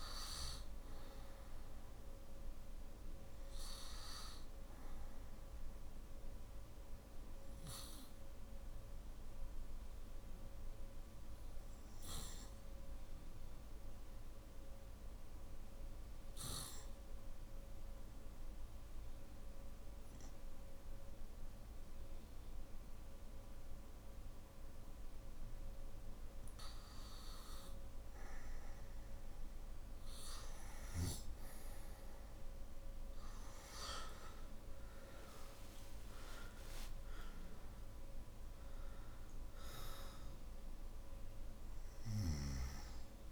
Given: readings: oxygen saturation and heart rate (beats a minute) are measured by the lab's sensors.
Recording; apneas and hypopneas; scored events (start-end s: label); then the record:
breathing in sleep by a room microphone; 1
0.00-9.50 s: oxygen desaturation (device-marked, oxygen 92% lowest, heart rate 47 extreme)
5.00-28.00 s: obstructive apnea (oxygen 97% before, 88% lowest, heart rate 56 before, 47 extreme, up 13 after)
10.50-43.32 s: new sleep stage, N2 (light sleep)
27.50-43.32 s: oxygen desaturation (device-marked, oxygen 98% before, 88% lowest, heart rate 53 before, 47 extreme)
From the record:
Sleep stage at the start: N3 (deep sleep); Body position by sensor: on the back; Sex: male